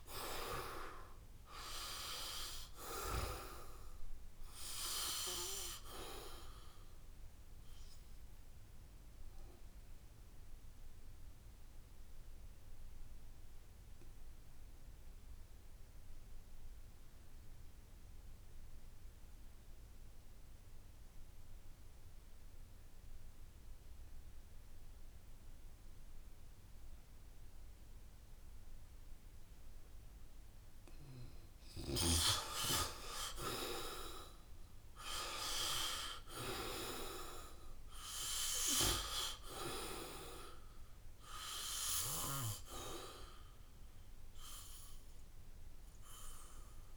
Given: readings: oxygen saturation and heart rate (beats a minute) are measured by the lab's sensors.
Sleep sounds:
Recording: breathing in sleep by a room microphone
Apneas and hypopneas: 1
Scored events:
0.00-21.00 s: oxygen desaturation (device-marked, oxygen 66% lowest, heart rate 66 extreme)
9.00-31.00 s: obstructive apnea (oxygen 78% before, 66% lowest, heart rate 82 before, 68 extreme, up 5 after)
26.00-46.97 s: oxygen desaturation (device-marked, oxygen 98% before, 76% lowest, heart rate 78 before, 65 extreme)
32.00-36.50 s: arousal
From the record:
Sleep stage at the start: REM sleep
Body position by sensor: on the back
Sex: male

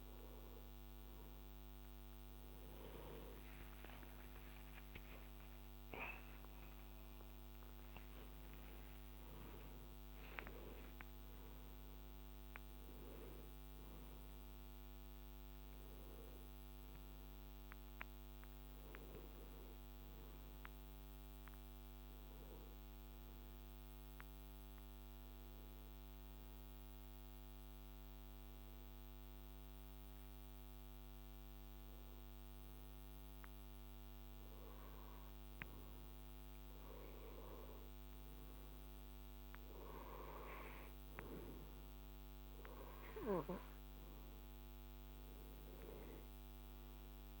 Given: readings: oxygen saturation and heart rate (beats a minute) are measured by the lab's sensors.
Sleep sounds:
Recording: breathing in sleep by a microphone on the trachea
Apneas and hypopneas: 1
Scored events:
4.50-10.50 s: arousal
22.00-36.00 s: hypopnea (oxygen 96% before, 94% lowest, heart rate 70 before, 61 extreme, up 13 after)
30.00-47.40 s: new sleep stage, N2 (light sleep)
38.50-42.50 s: arousal
From the record:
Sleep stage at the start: N1 (lightest sleep)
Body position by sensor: on the right side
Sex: male

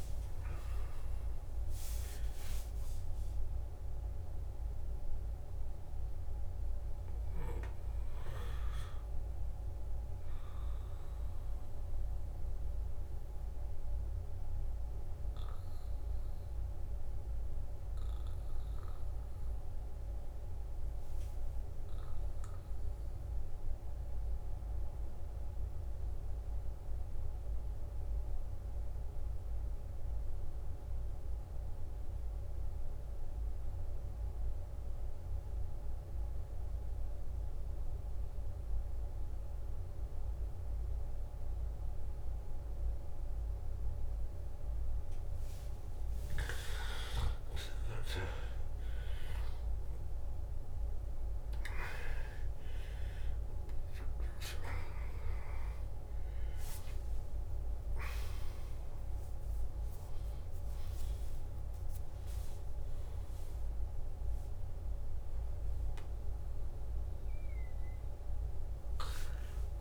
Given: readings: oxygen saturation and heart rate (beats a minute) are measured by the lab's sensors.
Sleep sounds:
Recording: breathing in sleep by a room microphone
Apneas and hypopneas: 1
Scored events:
0.00-4.00 s: arousal
0.00-19.00 s: oxygen desaturation (device-marked, oxygen 86% lowest, heart rate 55 extreme)
13.00-46.50 s: obstructive apnea (oxygen 93% before, 86% lowest, heart rate 89 before, 55 extreme, up 17 after)
35.00-69.81 s: oxygen desaturation (device-marked, oxygen 98% before, 87% lowest, heart rate 57 before, 54 extreme)
47.00-51.00 s: arousal
From the record:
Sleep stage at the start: N2 (light sleep)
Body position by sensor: on the back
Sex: male

